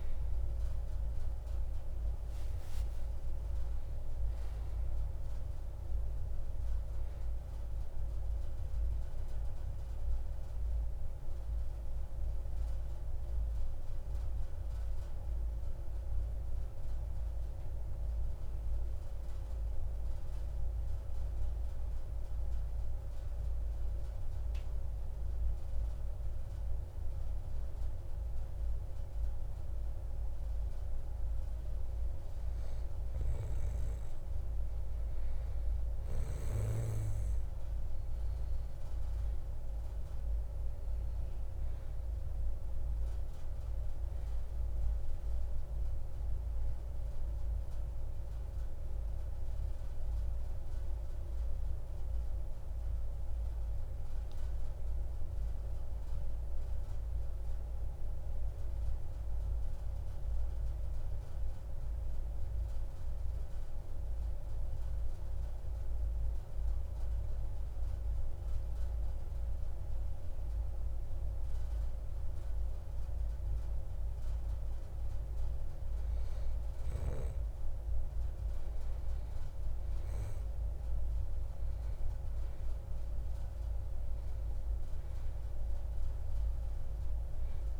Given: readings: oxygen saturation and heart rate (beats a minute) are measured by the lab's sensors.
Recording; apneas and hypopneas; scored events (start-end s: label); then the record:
breathing in sleep, hard to hear, by a room microphone; 2
0.00-2.50 s: arousal
18.50-33.50 s: mixed apnea (oxygen 93% before, 92% lowest)
36.00-40.50 s: arousal
38.50-55.50 s: oxygen desaturation (device-marked, oxygen 96% before, 92% lowest)
59.50-77.00 s: hypopnea (oxygen 96% before, 92% lowest)
80.50-84.50 s: arousal
From the record:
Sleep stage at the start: N2 (light sleep); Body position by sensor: on the back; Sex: male